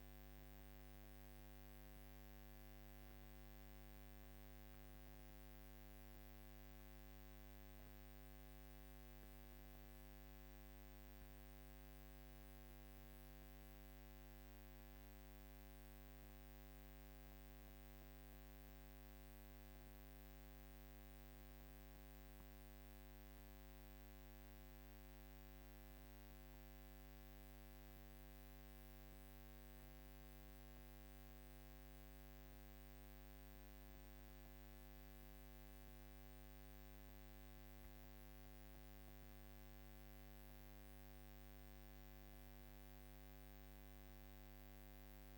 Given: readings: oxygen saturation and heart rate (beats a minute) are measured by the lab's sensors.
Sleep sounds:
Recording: breathing in sleep, hard to hear, by a microphone on the trachea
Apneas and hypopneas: none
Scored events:
8.00-16.00 s: drop in pulse transit time (device-marked, heart rate 51 before, 49 extreme)
From the record:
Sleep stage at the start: N2 (light sleep)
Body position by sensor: on the back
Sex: female

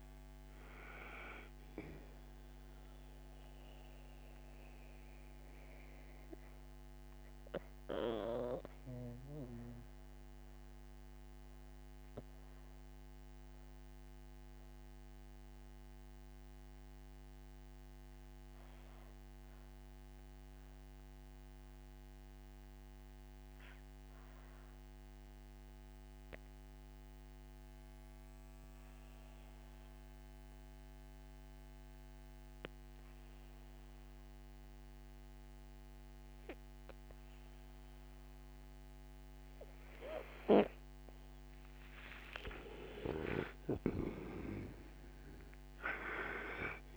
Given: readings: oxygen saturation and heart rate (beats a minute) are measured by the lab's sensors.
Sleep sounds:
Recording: breathing in sleep by a microphone on the trachea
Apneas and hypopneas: 1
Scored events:
0.00-19.50 s: oxygen desaturation (device-marked, oxygen 79% lowest, heart rate 57 extreme)
2.50-42.00 s: mixed apnea (oxygen 98% before, 79% lowest, heart rate 63 before, 58 extreme, up 10 after)
38.50-46.97 s: oxygen desaturation (device-marked, oxygen 98% before, 79% lowest, heart rate 59 before, 53 extreme)
43.00-46.50 s: arousal
From the record:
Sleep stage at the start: N2 (light sleep)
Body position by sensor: on the right side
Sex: male

